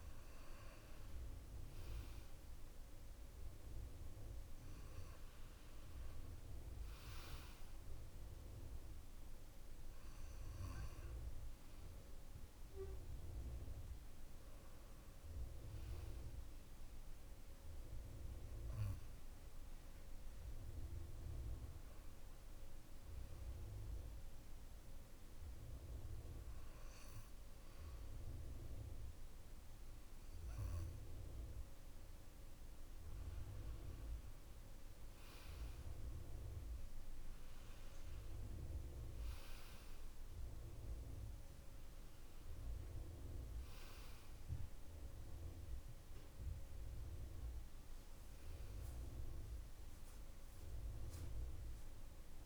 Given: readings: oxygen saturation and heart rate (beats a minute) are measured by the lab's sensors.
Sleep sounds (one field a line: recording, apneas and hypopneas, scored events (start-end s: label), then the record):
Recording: breathing in sleep, hard to hear, by a room microphone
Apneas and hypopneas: 1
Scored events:
0.00-3.00 s: arousal
17.50-30.00 s: hypopnea (oxygen 97% before, 92% lowest, heart rate 64 before, 55 extreme, up 15 after)
32.50-37.50 s: arousal
From the record:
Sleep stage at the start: N2 (light sleep)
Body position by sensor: on the back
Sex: male